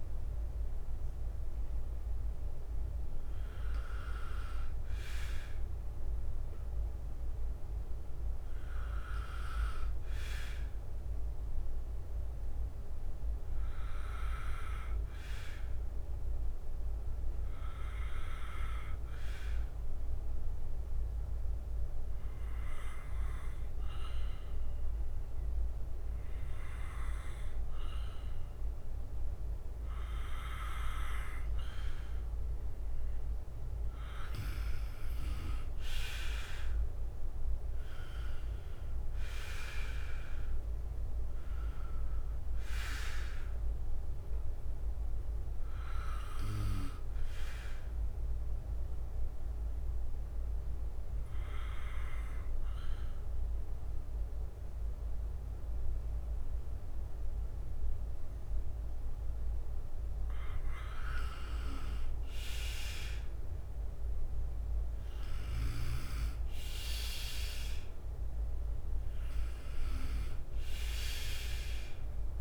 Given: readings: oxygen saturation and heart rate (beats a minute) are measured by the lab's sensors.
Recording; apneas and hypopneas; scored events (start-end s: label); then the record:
breathing in sleep by a room microphone; 2
0.00-3.00 s: bradycardia (device-marked, heart rate 57 extreme)
0.00-12.00 s: oxygen desaturation (device-marked, oxygen 89% lowest, heart rate 57 extreme)
6.00-9.00 s: arousal
13.50-32.50 s: obstructive apnea (oxygen 92% before, 89% lowest, heart rate 60 before, 55 extreme, up 8 after)
16.00-24.00 s: bradycardia (device-marked, heart rate 61 before, 57 extreme)
33.00-68.00 s: oxygen desaturation (device-marked, oxygen 96% before, 89% lowest, heart rate 60 before, 55 extreme)
37.00-40.00 s: arousal
38.00-52.00 s: drop in pulse transit time (device-marked, heart rate 60 before, 55 extreme)
44.00-54.00 s: bradycardia (device-marked, heart rate 61 before, 55 extreme)
46.00-60.00 s: obstructive apnea (oxygen 96% before, 89% lowest, heart rate 62 before, 56 extreme, up 5 after)
64.50-68.50 s: arousal
68.00-72.41 s: bradycardia (device-marked, heart rate 61 before, 56 extreme)
From the record:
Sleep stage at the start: N2 (light sleep); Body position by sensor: on the right side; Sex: male